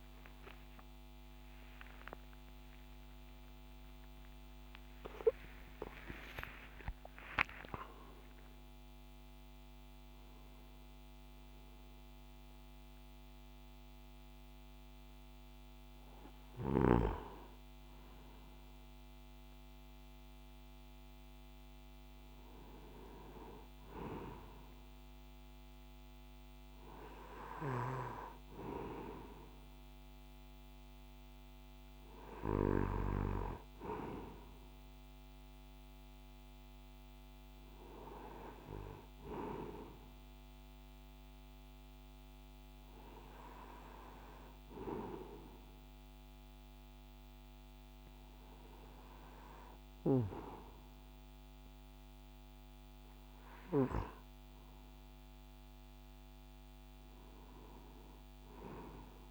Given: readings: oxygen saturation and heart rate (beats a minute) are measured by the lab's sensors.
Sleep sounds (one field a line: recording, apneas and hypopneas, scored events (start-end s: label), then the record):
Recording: breathing in sleep by a microphone on the trachea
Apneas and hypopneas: none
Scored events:
1.50-8.50 s: arousal
From the record:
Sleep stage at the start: N1 (lightest sleep)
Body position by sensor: on the right side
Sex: male